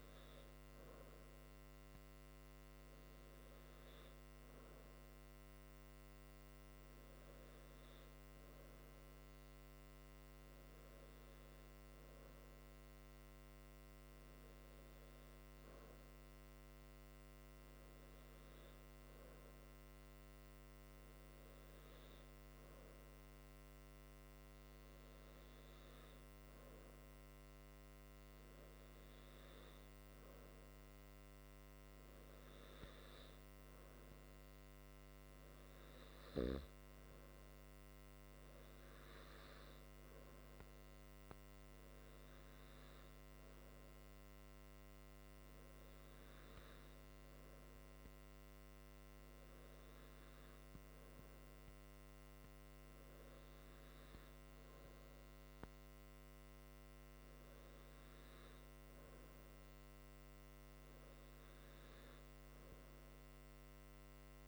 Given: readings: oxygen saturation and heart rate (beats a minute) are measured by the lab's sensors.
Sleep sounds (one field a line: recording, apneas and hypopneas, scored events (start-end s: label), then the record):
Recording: breathing in sleep, hard to hear, by a microphone on the trachea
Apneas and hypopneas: none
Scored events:
none scored
From the record:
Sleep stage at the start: N2 (light sleep)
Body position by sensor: on the back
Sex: male